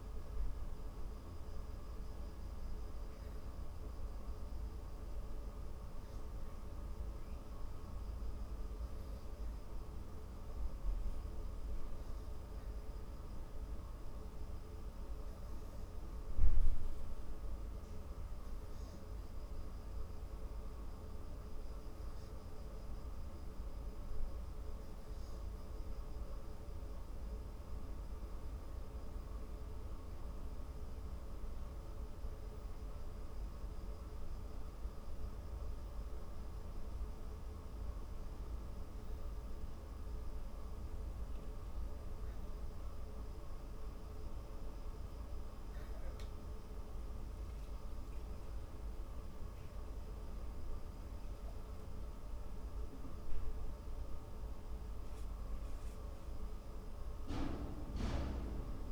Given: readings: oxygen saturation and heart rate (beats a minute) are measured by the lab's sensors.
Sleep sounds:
breathing in sleep, hard to hear, by a room microphone; 1
5.00-25.50 s: hypopnea (oxygen 97% before, 95% lowest)
30.50-34.50 s: arousal
From the record:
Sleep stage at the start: N2 (light sleep); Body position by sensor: on the back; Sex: female

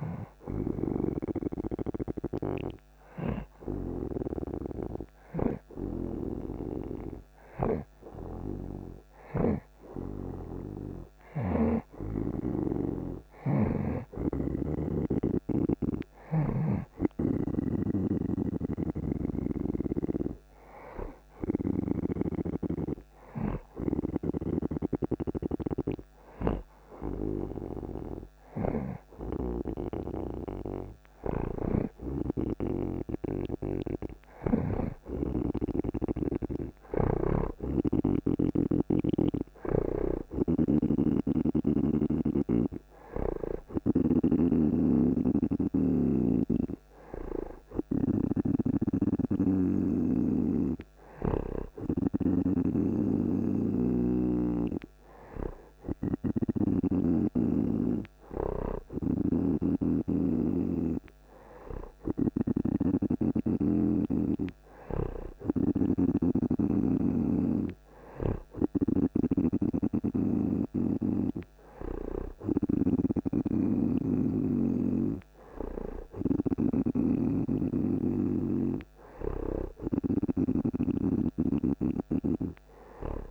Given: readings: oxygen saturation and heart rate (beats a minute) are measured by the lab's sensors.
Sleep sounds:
breathing in sleep by a microphone on the trachea; none
0.00-11.50 s: snoring (device-marked)
15.50-83.31 s: new sleep stage, N2 (light sleep)
18.50-35.00 s: snoring (device-marked)
18.50-37.50 s: oxygen desaturation (device-marked, oxygen 91% before, 86% lowest)
37.00-57.00 s: snoring (device-marked)
44.50-59.50 s: oxygen desaturation (device-marked, oxygen 90% before, 86% lowest)
59.00-83.31 s: snoring (device-marked)
From the record:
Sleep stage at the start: N1 (lightest sleep); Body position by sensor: on the right side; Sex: male

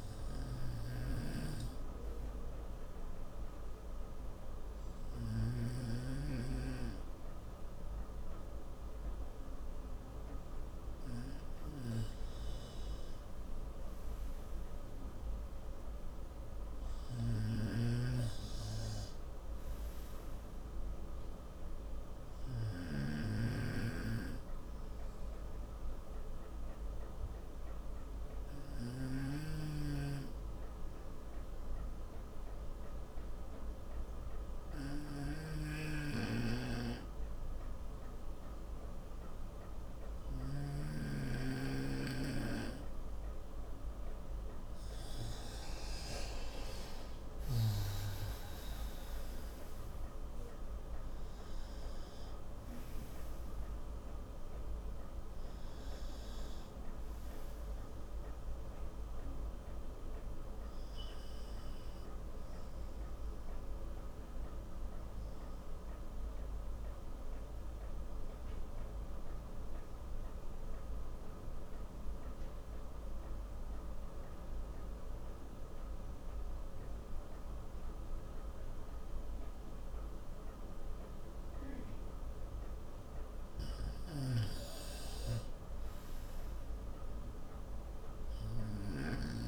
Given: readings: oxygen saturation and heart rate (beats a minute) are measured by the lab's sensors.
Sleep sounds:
breathing in sleep by a room microphone; 3
0.50-12.50 s: obstructive apnea (oxygen 94% before, 92% lowest, heart rate 69 before, 65 extreme, up 3 after)
1.00-6.00 s: snoring (device-marked)
14.00-18.00 s: arousal
18.00-29.50 s: snoring (device-marked)
23.50-43.50 s: obstructive apnea (oxygen 94% before, 90% lowest, heart rate 67 before, 64 extreme, up 5 after)
35.50-41.00 s: snoring (device-marked)
49.00-54.00 s: arousal
58.00-84.00 s: obstructive apnea (oxygen 95% before, 90% lowest, heart rate 71 before, 62 extreme, up 9 after)
71.00-82.00 s: oxygen desaturation (device-marked, oxygen 94% before, 90% lowest, heart rate 68 before, 65 extreme)
84.50-89.48 s: snoring (device-marked)
86.50-89.48 s: arousal
From the record:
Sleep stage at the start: N2 (light sleep); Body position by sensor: on the right side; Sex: male

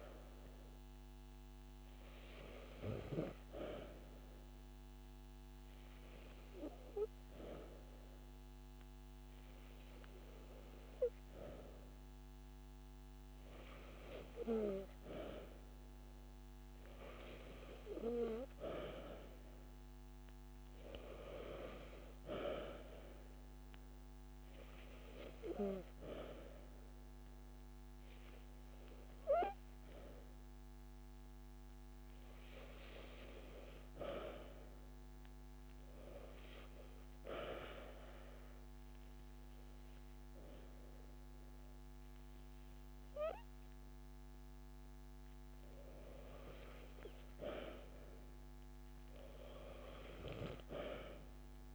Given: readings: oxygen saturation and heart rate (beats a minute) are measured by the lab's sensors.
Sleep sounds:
breathing in sleep by a microphone on the trachea; 1
4.00-16.00 s: hypopnea (oxygen 96% before, 94% lowest)
10.50-39.50 s: bradycardia (device-marked)
18.00-21.50 s: arousal
From the record:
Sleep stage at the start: N2 (light sleep); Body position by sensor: on the back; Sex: female

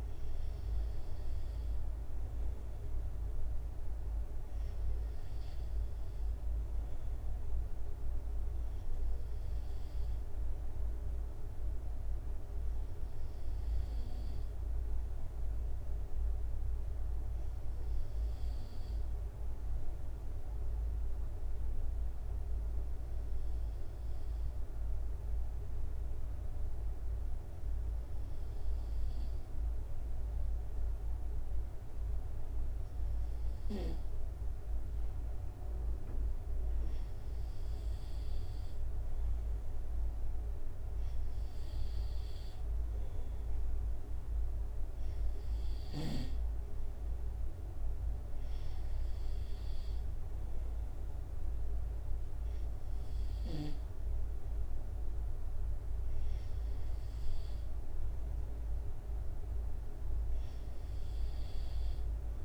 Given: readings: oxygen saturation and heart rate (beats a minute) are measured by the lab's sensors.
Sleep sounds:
breathing in sleep, hard to hear, by a room microphone; 1
20.00-33.50 s: hypopnea (oxygen 95% before, 93% lowest, heart rate 70 before, 70 extreme, up 3 after)
36.00-40.50 s: arousal
From the record:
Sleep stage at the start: N2 (light sleep); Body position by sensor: on the right side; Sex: male

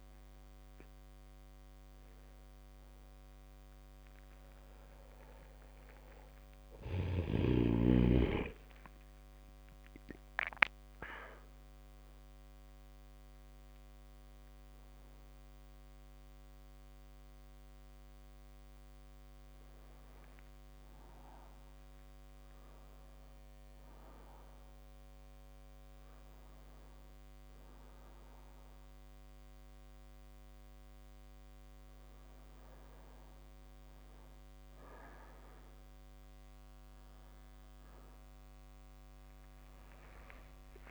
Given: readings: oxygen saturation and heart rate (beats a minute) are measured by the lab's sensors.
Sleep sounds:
a person awake in a sleep study, by a microphone on the trachea; none
none scored
From the record:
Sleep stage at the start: awake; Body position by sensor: on the back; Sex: male

